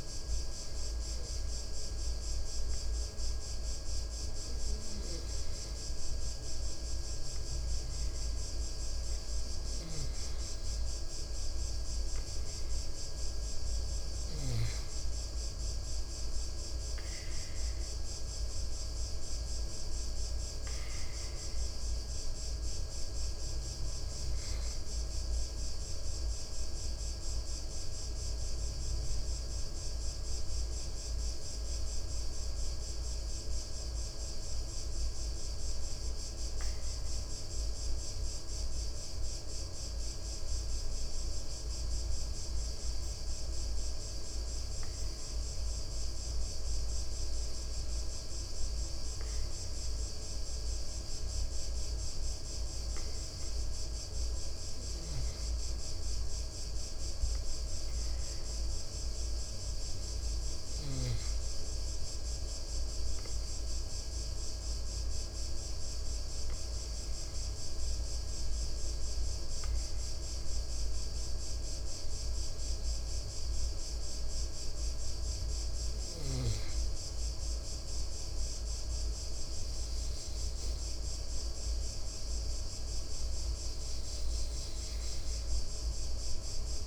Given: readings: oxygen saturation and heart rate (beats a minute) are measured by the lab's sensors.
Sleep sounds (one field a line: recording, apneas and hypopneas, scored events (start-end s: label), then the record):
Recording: breathing in sleep, hard to hear, by a room microphone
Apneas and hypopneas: none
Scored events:
none scored
From the record:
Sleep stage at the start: N2 (light sleep)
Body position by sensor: on the back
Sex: male